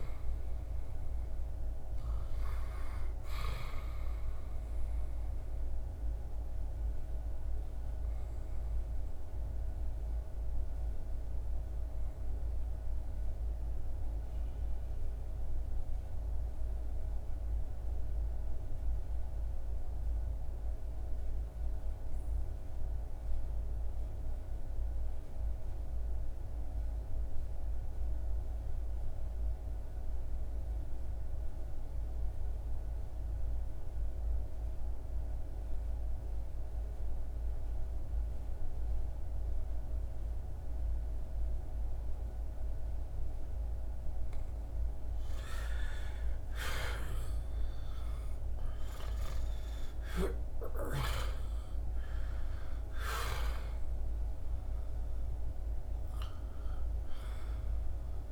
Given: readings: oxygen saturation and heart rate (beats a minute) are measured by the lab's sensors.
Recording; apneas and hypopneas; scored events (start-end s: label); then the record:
breathing in sleep by a room microphone; 1
0.00-2.50 s: arousal
1.00-19.00 s: oxygen desaturation (device-marked, oxygen 98% before, 94% lowest, heart rate 84 before, 62 extreme)
4.50-43.00 s: obstructive apnea (oxygen 99% before, 73% lowest, heart rate 84 before, 62 extreme, up 11 after)
27.00-58.32 s: oxygen desaturation (device-marked, oxygen 96% before, 73% lowest, heart rate 75 before, 62 extreme)
45.50-49.00 s: arousal
From the record:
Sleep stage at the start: N2 (light sleep); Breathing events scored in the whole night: 488 in 6.6 hours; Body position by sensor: on the back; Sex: male